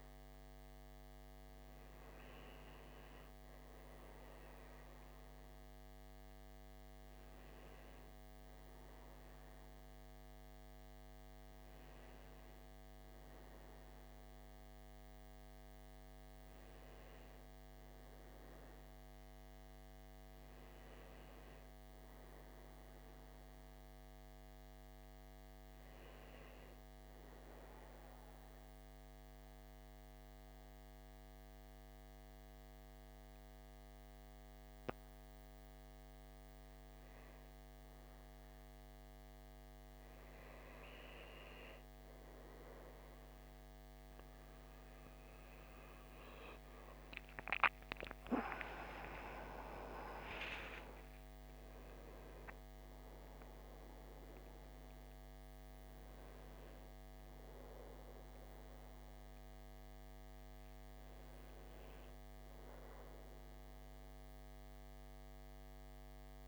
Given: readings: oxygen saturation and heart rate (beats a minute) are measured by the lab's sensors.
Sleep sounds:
breathing in sleep by a microphone on the trachea; 1
0.00-10.00 s: oxygen desaturation (device-marked, oxygen 91% lowest, heart rate 58 extreme)
27.50-37.50 s: central apnea (oxygen 96% before, 88% lowest, heart rate 61 before, 59 extreme, up 3 after)
45.00-49.50 s: arousal
46.00-66.48 s: oxygen desaturation (device-marked, oxygen 94% before, 88% lowest, heart rate 60 before, 57 extreme)
From the record:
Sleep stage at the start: N1 (lightest sleep); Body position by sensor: on the back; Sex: male

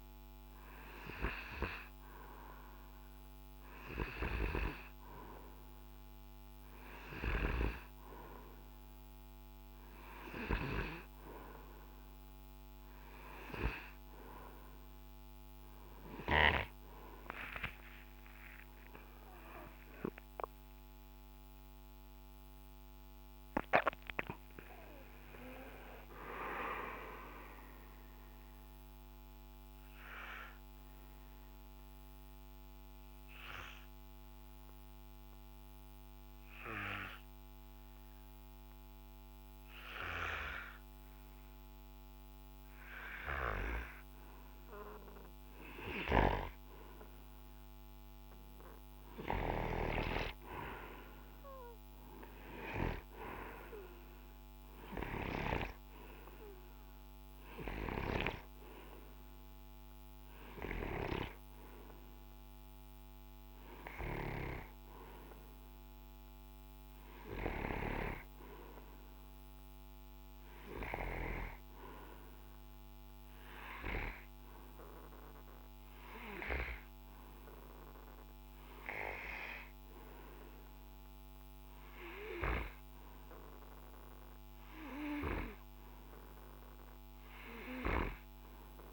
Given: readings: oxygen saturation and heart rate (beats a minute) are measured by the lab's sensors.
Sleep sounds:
breathing in sleep by a microphone on the trachea; 1
17.50-23.00 s: arousal
32.00-46.50 s: hypopnea (oxygen 94% before, 92% lowest, heart rate 72 before, 53 extreme, up 10 after)
48.50-52.50 s: arousal
54.50-66.50 s: oxygen desaturation (device-marked, oxygen 97% before, 92% lowest, heart rate 56 before, 54 extreme)
From the record:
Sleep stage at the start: N2 (light sleep); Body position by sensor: on the right side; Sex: male

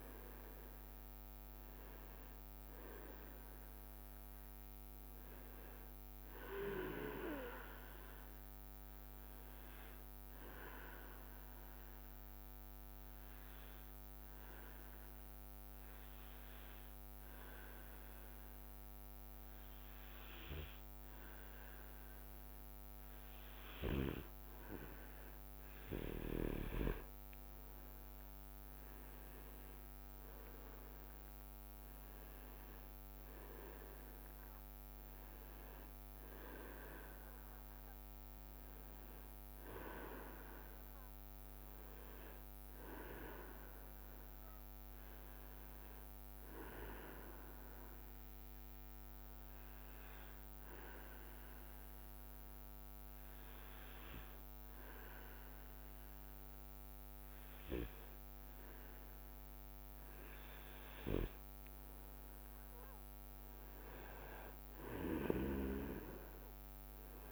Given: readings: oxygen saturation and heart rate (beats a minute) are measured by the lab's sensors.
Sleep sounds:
breathing in sleep by a microphone on the trachea; 2
0.00-14.50 s: oxygen desaturation (device-marked, oxygen 93% lowest, heart rate 65 extreme)
9.50-24.50 s: obstructive apnea (oxygen 98% before, 93% lowest, heart rate 69 before, 66 extreme, up 5 after)
27.50-33.00 s: arousal
27.50-47.50 s: oxygen desaturation (device-marked, oxygen 99% before, 94% lowest, heart rate 67 before, 65 extreme)
29.00-32.00 s: leg movement (device-marked)
33.00-35.00 s: leg movement (device-marked)
47.00-59.50 s: obstructive apnea (oxygen 99% before, 95% lowest, heart rate 69 before, 64 extreme, up 2 after)
60.00-64.50 s: arousal
60.50-61.50 s: leg movement (device-marked)
From the record:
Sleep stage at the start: N2 (light sleep); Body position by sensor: on the back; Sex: male

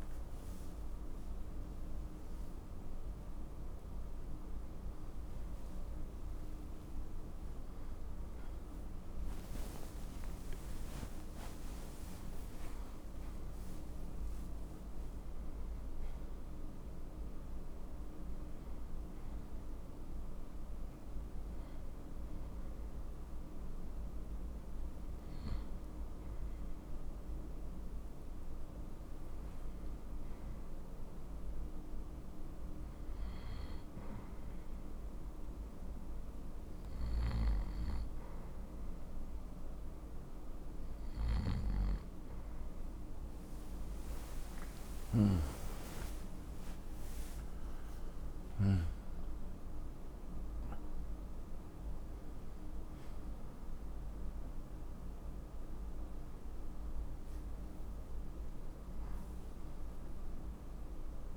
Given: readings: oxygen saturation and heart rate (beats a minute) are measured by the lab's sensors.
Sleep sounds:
breathing in sleep, hard to hear, by a room microphone; none
7.50-13.00 s: arousal
21.00-51.00 s: new sleep stage, N1 (lightest sleep)
51.00-61.37 s: new sleep stage, awake
From the record:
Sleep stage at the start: N2 (light sleep); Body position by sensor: on the right side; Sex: male

